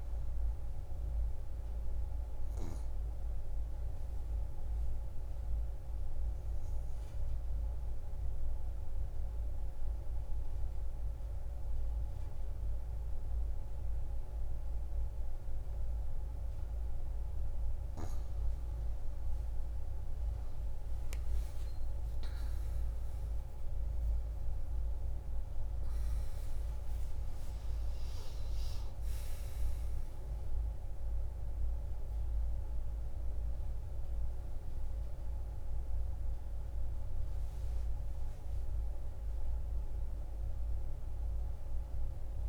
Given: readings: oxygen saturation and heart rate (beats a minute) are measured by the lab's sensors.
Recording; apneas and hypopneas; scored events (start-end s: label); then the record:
a person awake in a sleep study, hard to hear, by a room microphone; 1
4.50-17.50 s: obstructive apnea (oxygen 97% before, 91% lowest)
17.00-42.49 s: new sleep stage, awake
23.00-42.49 s: oxygen desaturation (device-marked, oxygen 96% before, 91% lowest)
From the record:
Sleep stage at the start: N2 (light sleep); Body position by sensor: on the back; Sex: female